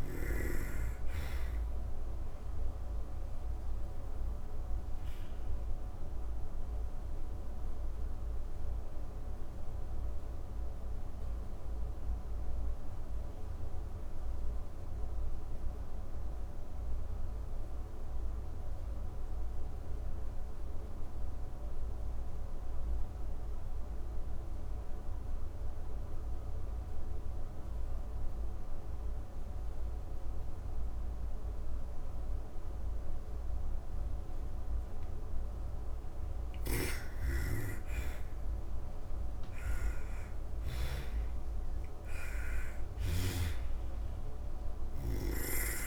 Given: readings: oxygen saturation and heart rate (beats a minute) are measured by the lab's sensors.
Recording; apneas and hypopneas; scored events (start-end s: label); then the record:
breathing in sleep by a room microphone; 1
0.00-19.50 s: oxygen desaturation (device-marked, oxygen 86% lowest)
1.50-34.50 s: obstructive apnea (oxygen 100% before, 85% lowest)
34.50-45.87 s: oxygen desaturation (device-marked, oxygen 98% before, 85% lowest)
35.00-39.50 s: snoring (device-marked)
36.50-41.00 s: arousal
From the record:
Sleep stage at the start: N2 (light sleep); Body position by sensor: on the back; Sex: female